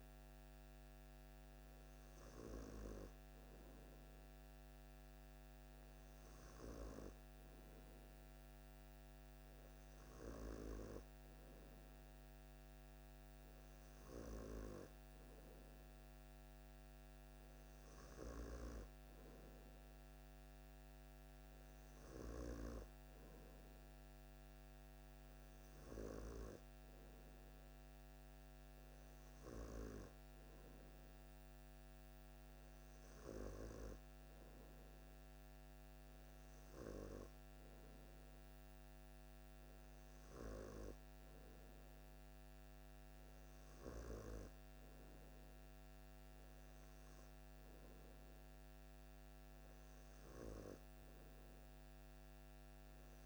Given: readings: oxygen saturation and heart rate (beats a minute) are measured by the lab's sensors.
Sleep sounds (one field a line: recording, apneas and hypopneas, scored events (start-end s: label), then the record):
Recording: breathing in sleep by a microphone on the trachea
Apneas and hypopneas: none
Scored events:
none scored
From the record:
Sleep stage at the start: N2 (light sleep)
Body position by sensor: on the back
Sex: male